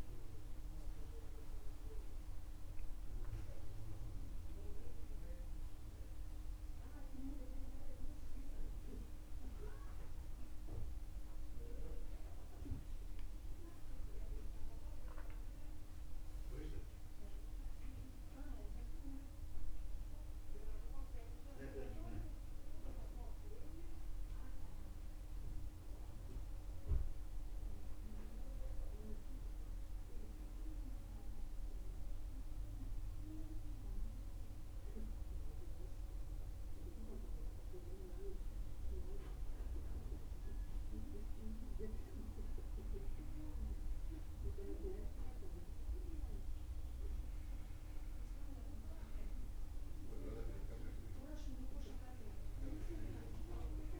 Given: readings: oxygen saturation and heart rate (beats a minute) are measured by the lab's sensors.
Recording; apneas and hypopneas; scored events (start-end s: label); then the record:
a person partly awake in a sleep study, by a room microphone; none
26.00-54.00 s: new sleep stage, N1 (lightest sleep)
From the record:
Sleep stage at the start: awake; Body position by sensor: on the back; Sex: male